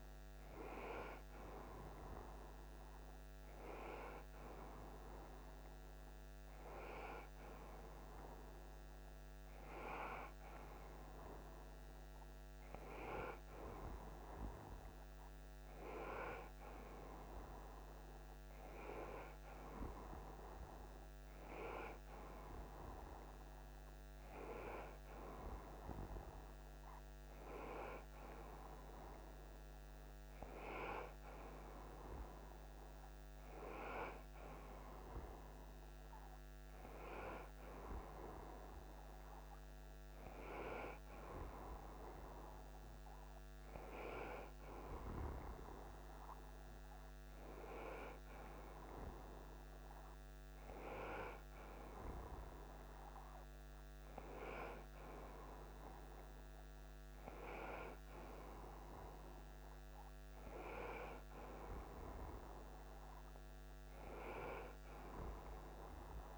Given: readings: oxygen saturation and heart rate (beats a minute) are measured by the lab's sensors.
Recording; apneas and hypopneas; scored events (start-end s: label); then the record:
breathing in sleep by a microphone on the trachea; none
none scored
From the record:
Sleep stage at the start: N1 (lightest sleep); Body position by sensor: on the front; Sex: male